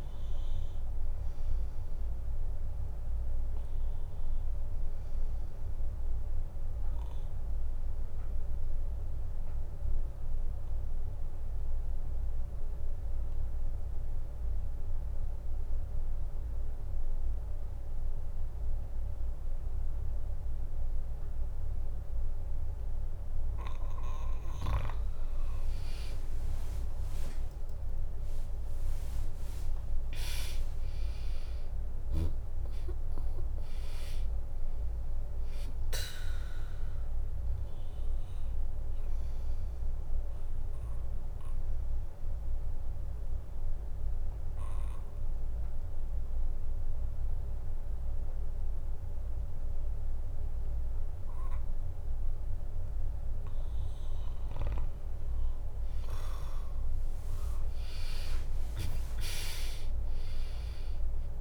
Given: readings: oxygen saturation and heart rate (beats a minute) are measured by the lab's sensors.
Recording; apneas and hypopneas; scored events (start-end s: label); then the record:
breathing in sleep by a room microphone; 2
7.50-24.00 s: obstructive apnea (oxygen 100% before, 95% lowest, heart rate 64 before, 63 extreme, up 2 after)
26.50-29.50 s: arousal
28.00-39.00 s: drop in pulse transit time (device-marked, heart rate 66 before, 64 extreme)
33.00-52.00 s: oxygen desaturation (device-marked, oxygen 99% before, 95% lowest, heart rate 65 before, 61 extreme)
40.50-53.00 s: obstructive apnea (oxygen 100% before, 95% lowest, heart rate 67 before, 61 extreme, up 0 after)
56.00-60.00 s: arousal
58.00-61.41 s: drop in pulse transit time (device-marked, heart rate 68 before, 61 extreme)
From the record:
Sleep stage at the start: N2 (light sleep); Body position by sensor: on the back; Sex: female